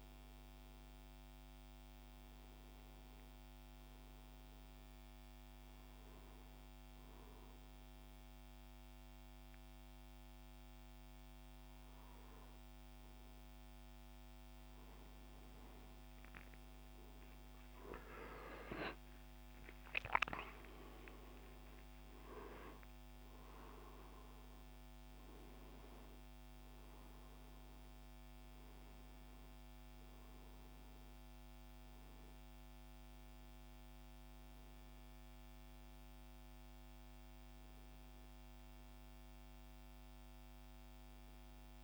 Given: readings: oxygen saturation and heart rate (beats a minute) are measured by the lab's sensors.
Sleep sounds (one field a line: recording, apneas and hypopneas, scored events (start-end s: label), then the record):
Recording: breathing in sleep by a microphone on the trachea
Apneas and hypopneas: 1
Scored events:
4.50-15.00 s: hypopnea (oxygen 96% before, 94% lowest, heart rate 74 before, 72 extreme, up 13 after)
8.00-41.84 s: new sleep stage, N2 (light sleep)
17.00-22.00 s: arousal
From the record:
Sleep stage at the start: N1 (lightest sleep)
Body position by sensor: on the right side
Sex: male